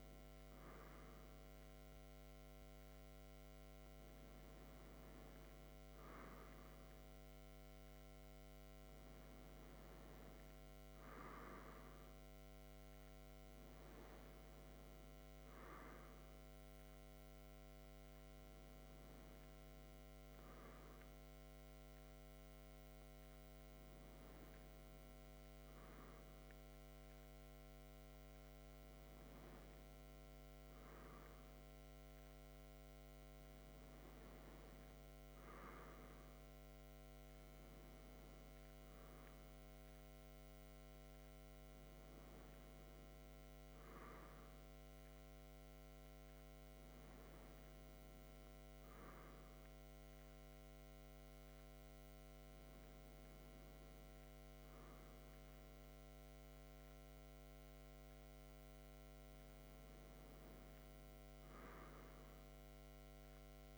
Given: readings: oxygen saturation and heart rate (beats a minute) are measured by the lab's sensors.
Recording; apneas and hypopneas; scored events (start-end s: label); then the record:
breathing in sleep, hard to hear, by a microphone on the trachea; none
none scored
From the record:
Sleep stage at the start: N2 (light sleep); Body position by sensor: on the back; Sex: male